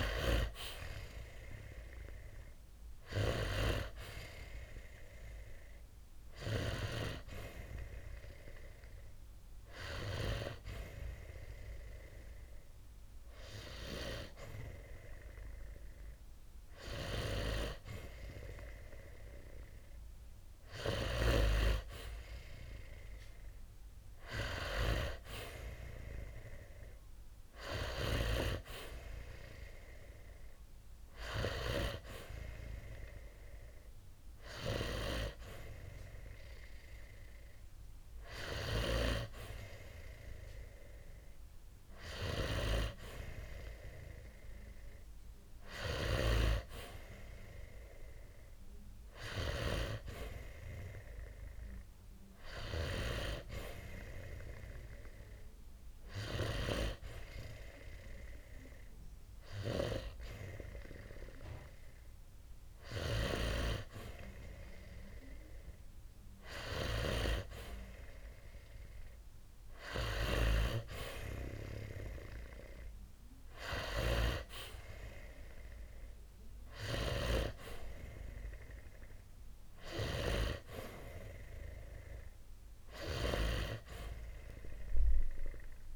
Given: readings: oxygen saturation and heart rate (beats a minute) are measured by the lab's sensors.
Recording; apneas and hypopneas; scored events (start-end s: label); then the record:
breathing in sleep by a room microphone; none
none scored
From the record:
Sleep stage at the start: N2 (light sleep); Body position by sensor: on the back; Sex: male